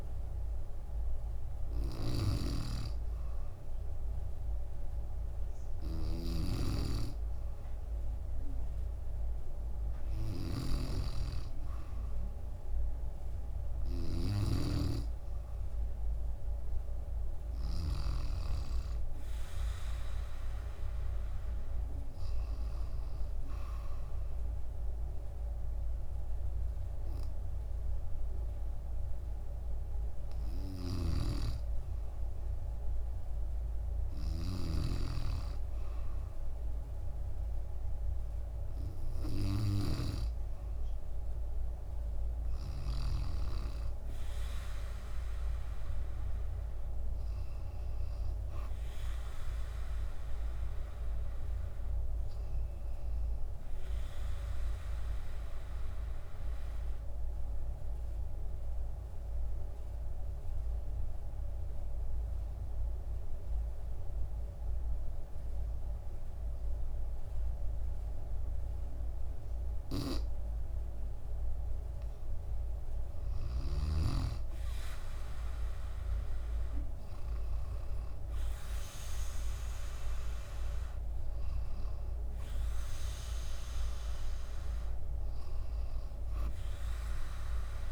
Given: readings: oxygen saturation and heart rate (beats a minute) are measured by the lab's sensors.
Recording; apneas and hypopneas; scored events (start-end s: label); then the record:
breathing in sleep by a room microphone; 1
14.00-18.00 s: snoring (device-marked)
30.50-40.00 s: snoring (device-marked)
55.00-72.00 s: obstructive apnea (oxygen 97% before, 93% lowest, heart rate 67 before, 57 extreme, up 2 after)
75.00-78.50 s: arousal
78.00-87.92 s: oxygen desaturation (device-marked, oxygen 97% before, 93% lowest, heart rate 69 before, 58 extreme)
80.00-82.00 s: bradycardia (device-marked, heart rate 71 before, 65 extreme)
From the record:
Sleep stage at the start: N2 (light sleep); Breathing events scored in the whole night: 198 in 7.2 hours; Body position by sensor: on the back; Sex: female